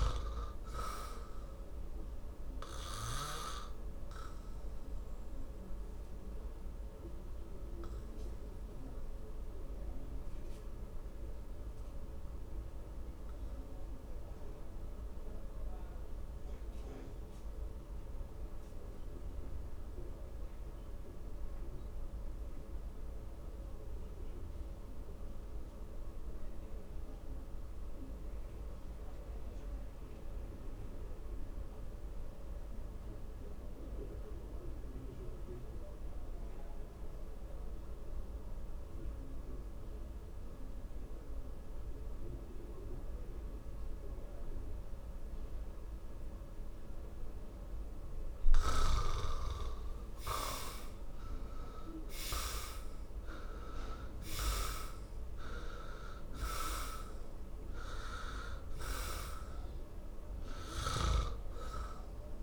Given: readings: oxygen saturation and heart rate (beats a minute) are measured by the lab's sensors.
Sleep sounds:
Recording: breathing in sleep by a room microphone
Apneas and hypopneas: 1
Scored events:
0.00-3.50 s: snoring (device-marked)
0.00-30.00 s: oxygen desaturation (device-marked, oxygen 77% lowest, heart rate 50 extreme)
2.00-49.50 s: obstructive apnea (oxygen 97% before, 75% lowest, heart rate 64 before, 49 extreme, up 21 after)
49.00-62.42 s: oxygen desaturation (device-marked, oxygen 97% before, 75% lowest, heart rate 56 before, 49 extreme)
51.00-55.50 s: arousal
From the record:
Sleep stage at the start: N2 (light sleep)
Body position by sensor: on the back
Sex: male

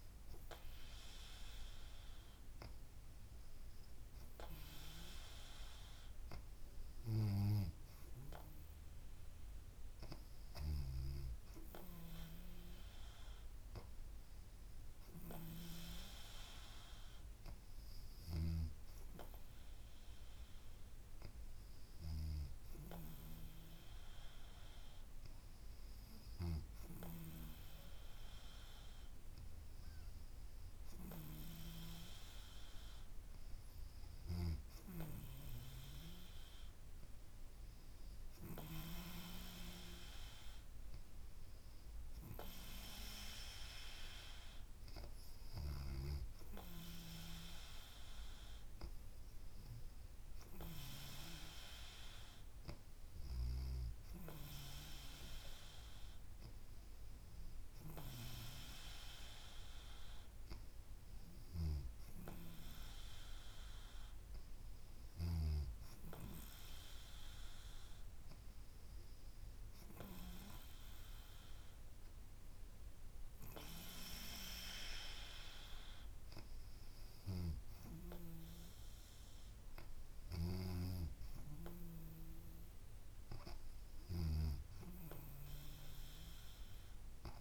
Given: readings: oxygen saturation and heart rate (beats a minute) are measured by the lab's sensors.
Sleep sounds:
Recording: breathing in sleep by a room microphone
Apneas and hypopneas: none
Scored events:
11.50-87.41 s: new sleep stage, N3 (deep sleep)
From the record:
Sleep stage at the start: N2 (light sleep)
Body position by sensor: on the back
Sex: female

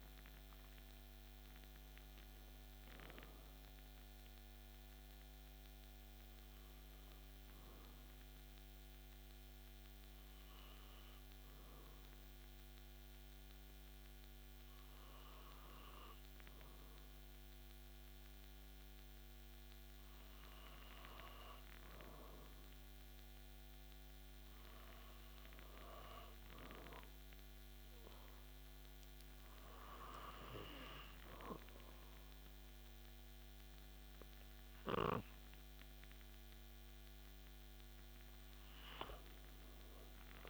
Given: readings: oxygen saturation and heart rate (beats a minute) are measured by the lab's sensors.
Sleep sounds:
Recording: breathing in sleep by a microphone on the trachea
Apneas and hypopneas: 1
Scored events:
5.00-21.00 s: hypopnea (oxygen 96% before, 93% lowest)
24.50-27.50 s: arousal
From the record:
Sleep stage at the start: N2 (light sleep)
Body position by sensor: on the back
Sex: male

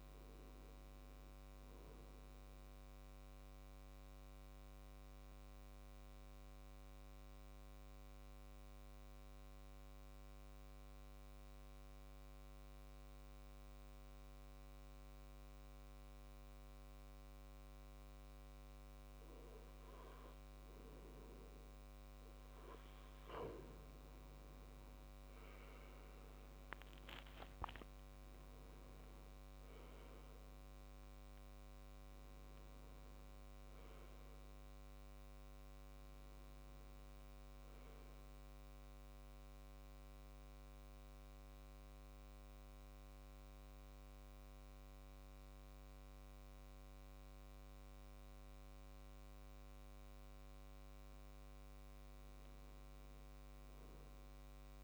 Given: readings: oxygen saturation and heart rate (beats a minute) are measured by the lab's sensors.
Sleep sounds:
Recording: breathing in sleep, hard to hear, by a microphone on the trachea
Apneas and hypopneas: 2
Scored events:
0.00-9.50 s: oxygen desaturation (device-marked, oxygen 91% lowest, heart rate 66 extreme)
3.00-21.50 s: obstructive apnea (oxygen 97% before, 89% lowest, heart rate 67 before, 64 extreme, up 10 after)
24.00-27.50 s: arousal
24.50-52.50 s: oxygen desaturation (device-marked, oxygen 96% before, 89% lowest, heart rate 67 before, 63 extreme)
39.50-50.50 s: obstructive apnea (oxygen 96% before, 88% lowest, heart rate 72 before, 63 extreme, up 3 after)
52.00-54.00 s: arousal
From the record:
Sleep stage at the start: N2 (light sleep)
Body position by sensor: on the back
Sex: male

